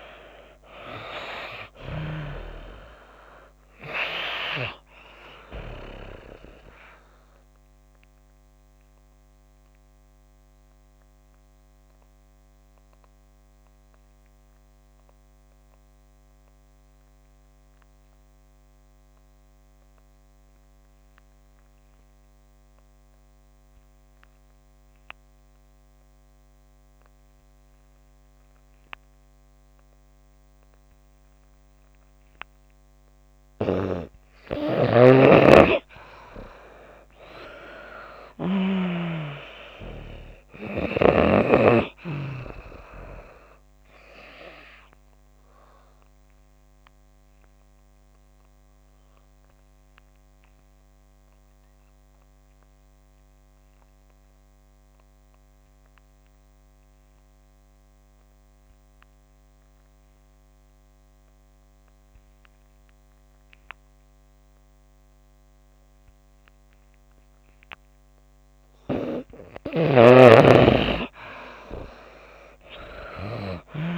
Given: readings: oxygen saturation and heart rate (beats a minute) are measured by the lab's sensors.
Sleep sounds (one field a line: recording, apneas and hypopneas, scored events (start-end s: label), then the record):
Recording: breathing in sleep by a microphone on the trachea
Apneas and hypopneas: 2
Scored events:
0.00-27.50 s: oxygen desaturation (device-marked, oxygen 78% lowest)
6.50-33.50 s: obstructive apnea (oxygen 97% before, 78% lowest)
34.50-38.50 s: snoring (device-marked)
35.50-39.00 s: arousal
41.50-66.50 s: oxygen desaturation (device-marked, oxygen 97% before, 85% lowest)
44.00-68.00 s: obstructive apnea (oxygen 97% before, 84% lowest)
69.00-73.50 s: snoring (device-marked)
71.00-73.98 s: arousal
From the record:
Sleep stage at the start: N2 (light sleep)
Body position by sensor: on the back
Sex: female